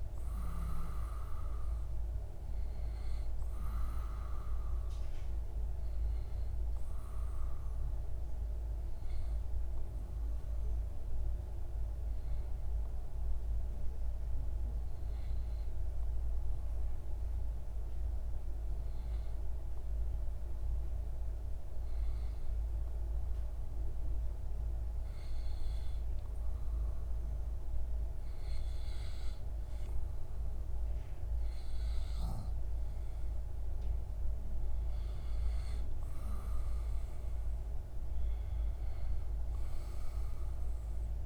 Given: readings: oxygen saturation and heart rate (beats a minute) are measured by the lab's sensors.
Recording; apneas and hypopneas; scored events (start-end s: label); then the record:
breathing in sleep, hard to hear, by a room microphone; 1
8.50-29.00 s: obstructive apnea (oxygen 96% before, 94% lowest)
32.50-37.50 s: arousal
From the record:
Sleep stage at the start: N2 (light sleep); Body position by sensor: on the back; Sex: male